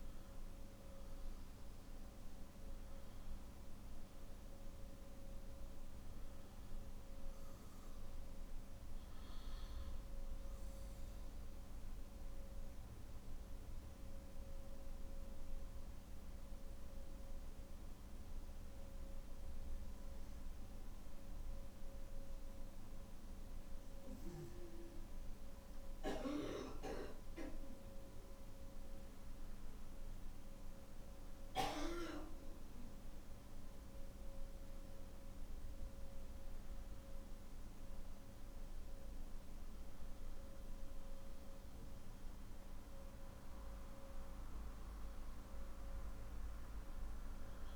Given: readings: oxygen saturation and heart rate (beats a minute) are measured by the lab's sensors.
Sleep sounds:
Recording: breathing in sleep by a room microphone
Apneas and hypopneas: 1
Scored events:
10.50-25.50 s: hypopnea (oxygen 98% before, 95% lowest, heart rate 54 before, 49 extreme, up 5 after)
32.00-43.00 s: oxygen desaturation (device-marked, oxygen 98% before, 95% lowest, heart rate 51 before, 48 extreme)
From the record:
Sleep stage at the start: N2 (light sleep)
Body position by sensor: on the back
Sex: male

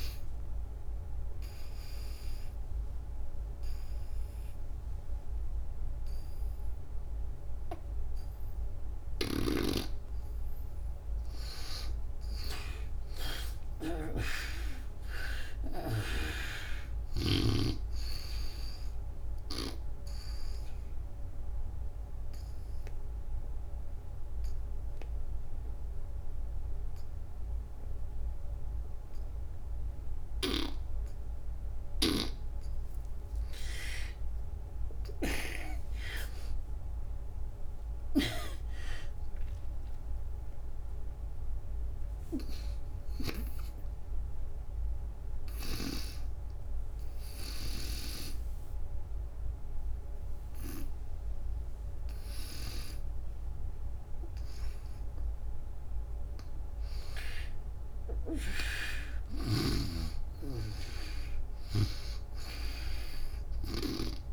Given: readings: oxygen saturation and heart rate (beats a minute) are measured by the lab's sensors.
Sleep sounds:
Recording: breathing in sleep by a room microphone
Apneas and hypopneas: 3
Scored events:
0.00-7.50 s: oxygen desaturation (device-marked, oxygen 74% lowest, heart rate 62 extreme)
1.00-12.00 s: obstructive apnea (oxygen 98% before, 74% lowest, heart rate 111 before, 62 extreme, up 34 after)
9.00-17.00 s: snoring (device-marked)
9.50-28.50 s: oxygen desaturation (device-marked, oxygen 98% before, 84% lowest, heart rate 121 before, 62 extreme)
13.50-16.50 s: arousal
19.50-31.50 s: obstructive apnea (oxygen 98% before, 80% lowest, heart rate 94 before, 62 extreme, up 40 after)
34.00-37.50 s: arousal
37.50-52.50 s: oxygen desaturation (device-marked, oxygen 96% before, 81% lowest, heart rate 77 before, 70 extreme)
43.50-56.00 s: obstructive apnea (oxygen 96% before, 77% lowest, heart rate 82 before, 70 extreme, up 10 after)
57.50-61.00 s: arousal
From the record:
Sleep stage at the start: N2 (light sleep)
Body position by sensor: on the back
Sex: female

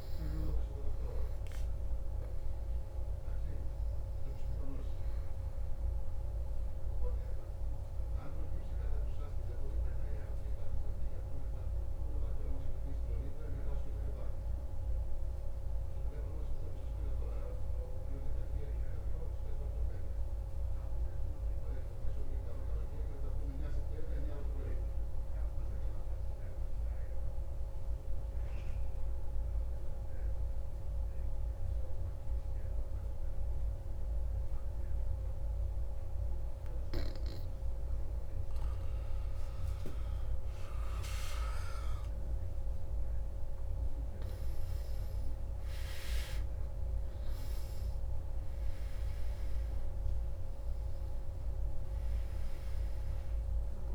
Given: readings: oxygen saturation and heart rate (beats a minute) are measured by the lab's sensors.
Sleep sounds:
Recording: breathing in sleep, hard to hear, by a room microphone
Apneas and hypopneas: 1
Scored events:
0.00-12.50 s: oxygen desaturation (device-marked, oxygen 92% lowest, heart rate 27 extreme)
7.00-37.50 s: obstructive apnea (oxygen 98% before, 92% lowest, heart rate 78 before, 44 extreme, up 42 after)
38.50-42.00 s: arousal
38.50-53.95 s: oxygen desaturation (device-marked, oxygen 97% before, 92% lowest, heart rate 82 before, 57 extreme)
From the record:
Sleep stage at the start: N2 (light sleep)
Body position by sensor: on the back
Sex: male

